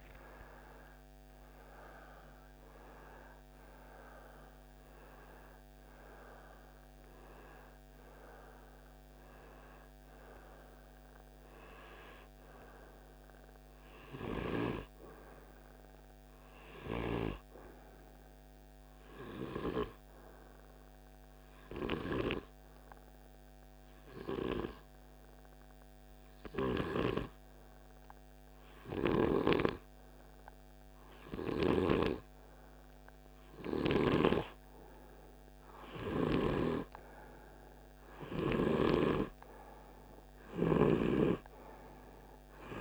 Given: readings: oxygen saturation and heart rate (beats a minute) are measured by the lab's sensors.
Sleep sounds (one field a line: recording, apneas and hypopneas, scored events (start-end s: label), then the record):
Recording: breathing in sleep by a microphone on the trachea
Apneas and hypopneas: 1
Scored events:
14.00-30.00 s: hypopnea (oxygen 98% before, 93% lowest, heart rate 55 before, 49 extreme, up 2 after)
32.00-36.00 s: arousal
40.00-42.81 s: snoring (device-marked)
From the record:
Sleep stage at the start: N2 (light sleep)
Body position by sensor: on the right side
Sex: male